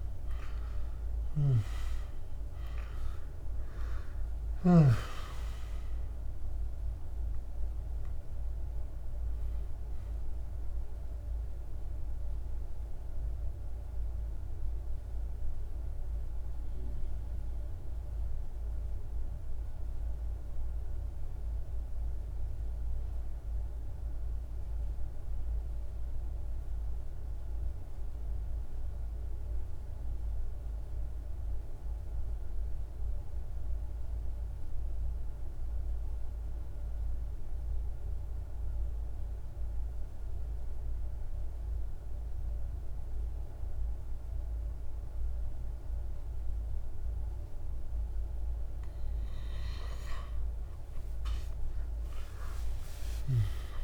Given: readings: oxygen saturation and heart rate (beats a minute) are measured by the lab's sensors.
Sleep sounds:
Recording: breathing in sleep by a room microphone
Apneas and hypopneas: 1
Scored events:
0.00-4.00 s: snoring (device-marked)
0.00-27.50 s: oxygen desaturation (device-marked, oxygen 86% lowest, heart rate 48 extreme)
10.00-49.00 s: mixed apnea (oxygen 98% before, 86% lowest, heart rate 67 before, 48 extreme, up 17 after)
39.50-53.84 s: oxygen desaturation (device-marked, oxygen 100% before, 86% lowest, heart rate 49 before, 47 extreme)
51.50-53.84 s: arousal
From the record:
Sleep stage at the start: N2 (light sleep)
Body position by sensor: on the back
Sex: male

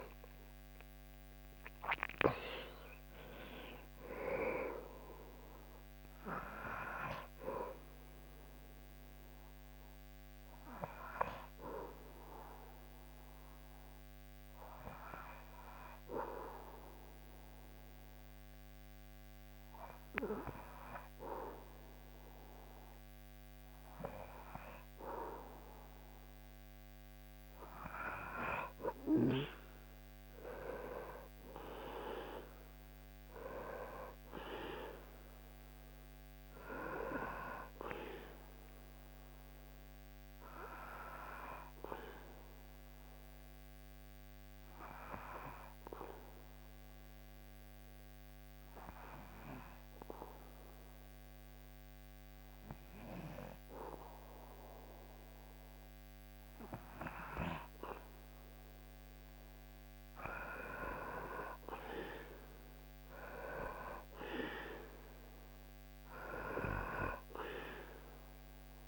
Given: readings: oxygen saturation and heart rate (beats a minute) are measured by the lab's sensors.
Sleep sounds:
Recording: breathing in sleep by a microphone on the trachea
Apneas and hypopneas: 2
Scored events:
9.00-25.50 s: hypopnea (oxygen 98% before, 95% lowest, heart rate 71 before, 59 extreme, up 14 after)
29.00-34.50 s: arousal
38.50-57.50 s: obstructive apnea (oxygen 99% before, 95% lowest, heart rate 67 before, 61 extreme, up 10 after)
59.00-64.50 s: arousal
From the record:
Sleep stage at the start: N2 (light sleep)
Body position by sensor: on the back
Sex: male

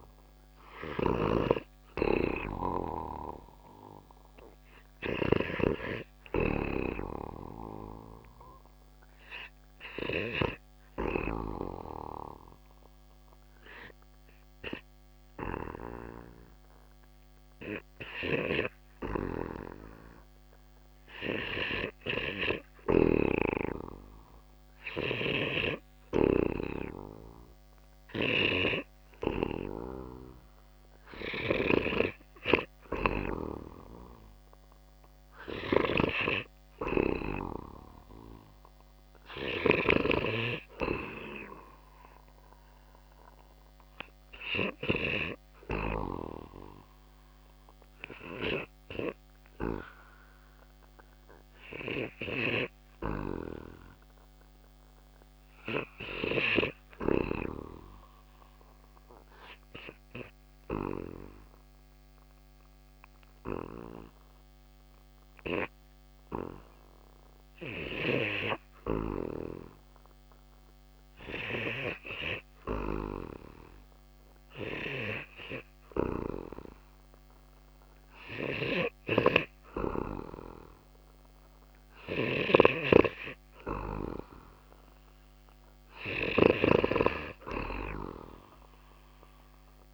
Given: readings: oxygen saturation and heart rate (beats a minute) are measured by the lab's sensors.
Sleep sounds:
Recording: breathing in sleep by a microphone on the trachea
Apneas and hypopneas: 2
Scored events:
0.00-4.50 s: snoring (device-marked)
12.50-31.50 s: hypopnea (oxygen 98% before, 92% lowest)
22.00-25.50 s: snoring (device-marked)
33.50-37.00 s: arousal
35.00-39.50 s: snoring (device-marked)
50.00-74.00 s: oxygen desaturation (device-marked, oxygen 97% before, 93% lowest)
55.50-70.50 s: obstructive apnea (oxygen 98% before, 90% lowest)
65.00-89.93 s: new sleep stage, REM sleep
74.00-78.00 s: arousal
81.50-89.93 s: snoring (device-marked)
84.00-89.93 s: oxygen desaturation (device-marked, oxygen 96% before, 92% lowest)
From the record:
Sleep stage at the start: N2 (light sleep)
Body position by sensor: on the back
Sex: male

